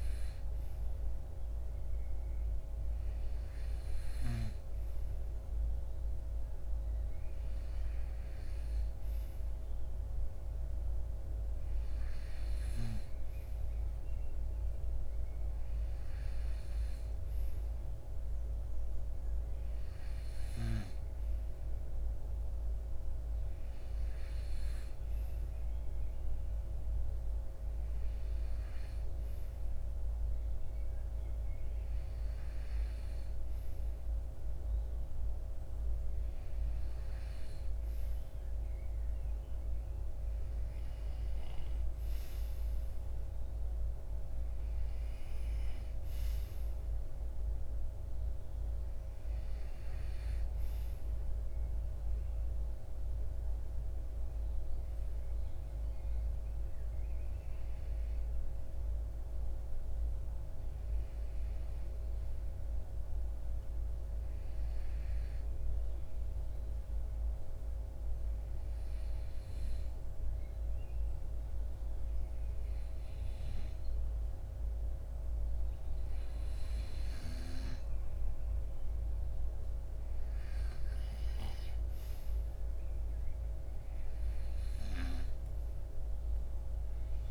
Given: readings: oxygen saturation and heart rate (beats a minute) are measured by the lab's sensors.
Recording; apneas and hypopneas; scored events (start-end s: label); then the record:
breathing in sleep, hard to hear, by a room microphone; 1
61.50-79.00 s: obstructive apnea (oxygen 94% before, 90% lowest, heart rate 59 before, 56 extreme, up 9 after)
86.00-87.31 s: arousal
From the record:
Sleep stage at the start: REM sleep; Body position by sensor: on the right side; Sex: male